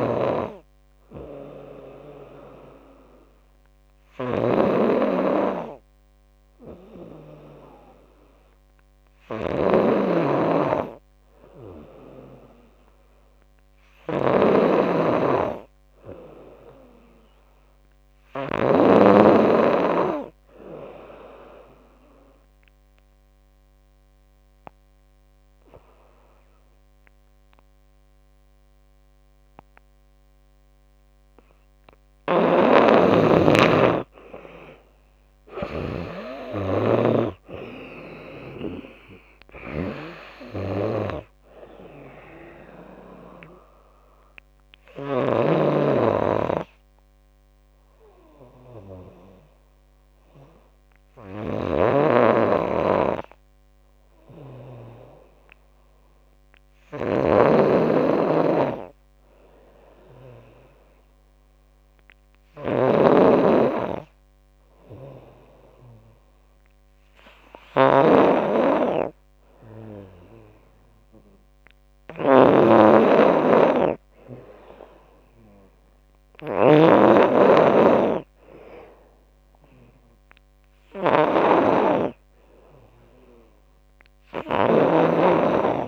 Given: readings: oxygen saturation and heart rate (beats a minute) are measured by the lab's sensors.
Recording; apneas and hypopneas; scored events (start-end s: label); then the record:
breathing in sleep by a microphone on the trachea; 2
0.00-19.00 s: snoring (device-marked)
1.50-12.50 s: oxygen desaturation (device-marked, oxygen 96% before, 92% lowest, heart rate 76 before, 72 extreme)
21.50-32.00 s: obstructive apnea (oxygen 96% before, 89% lowest, heart rate 75 before, 73 extreme, up 9 after)
22.50-31.50 s: oxygen desaturation (device-marked, oxygen 95% before, 92% lowest, heart rate 75 before, 73 extreme)
32.50-36.00 s: snoring (device-marked)
33.50-37.00 s: arousal
35.50-47.50 s: drop in pulse transit time (device-marked, heart rate 79 before, 79 extreme)
42.50-59.50 s: oxygen desaturation (device-marked, oxygen 93% before, 89% lowest, heart rate 83 before, 73 extreme)
43.50-55.00 s: hypopnea (oxygen 95% before, 89% lowest, heart rate 84 before, 73 extreme, up 4 after)
51.50-85.88 s: snoring (device-marked)
59.00-62.50 s: arousal
76.50-85.88 s: oxygen desaturation (device-marked, oxygen 96% before, 91% lowest, heart rate 78 before, 72 extreme)
From the record:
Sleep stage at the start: N2 (light sleep); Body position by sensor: on the back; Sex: female